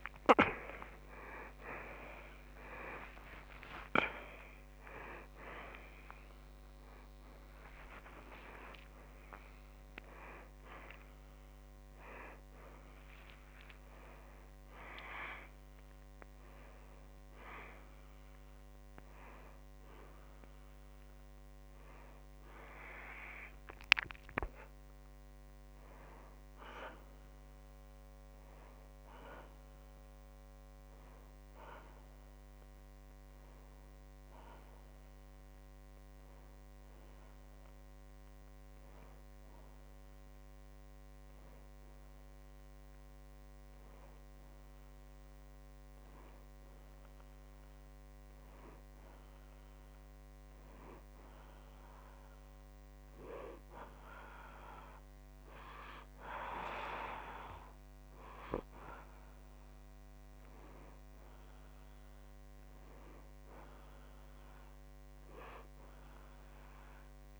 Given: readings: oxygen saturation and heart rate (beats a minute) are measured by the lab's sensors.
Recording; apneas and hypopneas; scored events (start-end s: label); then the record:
a person partly awake in a sleep study, by a microphone on the trachea; 1
0.00-15.00 s: oxygen desaturation (device-marked, oxygen 91% lowest, heart rate 47 extreme)
5.00-35.00 s: new sleep stage, awake
35.00-65.00 s: new sleep stage, N1 (lightest sleep)
36.00-58.50 s: hypopnea (oxygen 98% before, 92% lowest, heart rate 66 before, 54 extreme, up 11 after)
61.00-64.00 s: arousal
65.00-67.40 s: new sleep stage, N2 (light sleep)
From the record:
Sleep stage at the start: N2 (light sleep); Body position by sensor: on the back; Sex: male